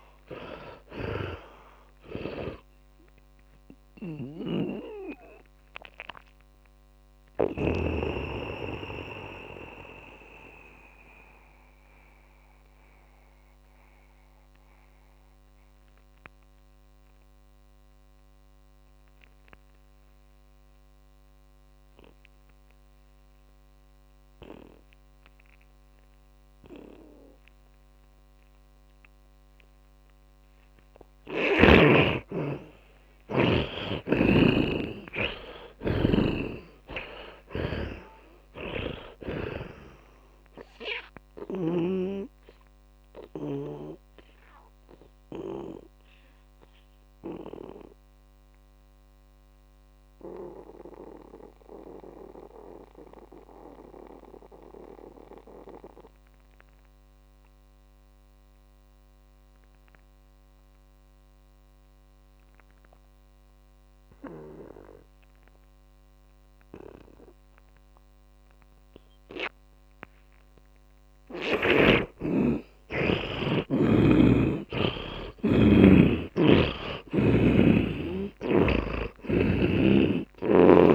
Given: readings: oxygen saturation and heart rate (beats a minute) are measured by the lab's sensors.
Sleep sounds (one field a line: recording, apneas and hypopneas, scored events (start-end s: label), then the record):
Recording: breathing in sleep by a microphone on the trachea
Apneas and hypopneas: 2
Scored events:
0.00-25.50 s: oxygen desaturation (device-marked, oxygen 77% lowest, heart rate 52 extreme)
4.50-8.00 s: snoring (device-marked)
7.00-31.50 s: mixed apnea (oxygen 100% before, 77% lowest, heart rate 68 before, 52 extreme, up 26 after)
32.50-36.50 s: arousal
38.50-59.50 s: oxygen desaturation (device-marked, oxygen 100% before, 82% lowest, heart rate 60 before, 51 extreme)
43.00-70.50 s: mixed apnea (oxygen 100% before, 80% lowest, heart rate 63 before, 51 extreme, up 11 after)
75.50-80.50 s: arousal
77.50-80.95 s: oxygen desaturation (device-marked, oxygen 99% before, 80% lowest, heart rate 54 before, 29 extreme)
From the record:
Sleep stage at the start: N2 (light sleep)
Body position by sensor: on the back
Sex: male